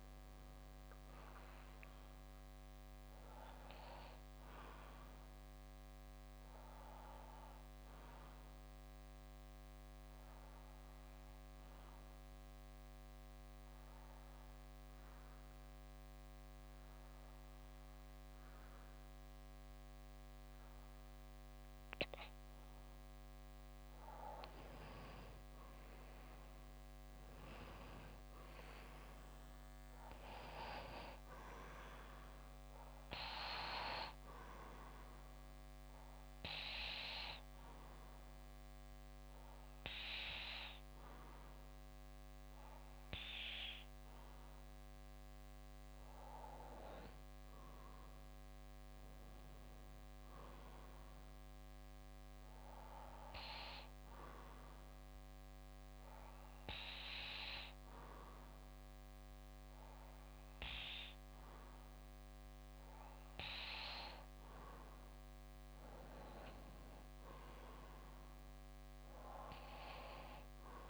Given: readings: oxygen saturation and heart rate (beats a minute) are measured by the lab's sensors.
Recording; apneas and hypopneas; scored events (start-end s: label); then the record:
breathing in sleep by a microphone on the trachea; 3
2.50-22.50 s: obstructive apnea (oxygen 96% before, 92% lowest, heart rate 62 before, 57 extreme, up 7 after)
3.50-21.50 s: bradycardia (device-marked, heart rate 60 before, 57 extreme)
25.00-28.50 s: arousal
35.50-45.50 s: obstructive apnea (oxygen 96% before, 92% lowest, heart rate 61 before, 57 extreme, up 0 after)
42.50-47.50 s: bradycardia (device-marked, heart rate 60 before, 59 extreme)
47.00-50.00 s: arousal
50.50-64.50 s: bradycardia (device-marked, heart rate 60 before, 57 extreme)
51.50-70.90 s: oxygen desaturation (device-marked, oxygen 95% before, 92% lowest, heart rate 62 before, 57 extreme)
53.50-65.50 s: obstructive apnea (oxygen 96% before, 92% lowest, heart rate 61 before, 57 extreme, up 4 after)
69.00-70.90 s: arousal
From the record:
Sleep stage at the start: N2 (light sleep); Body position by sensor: on the back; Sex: male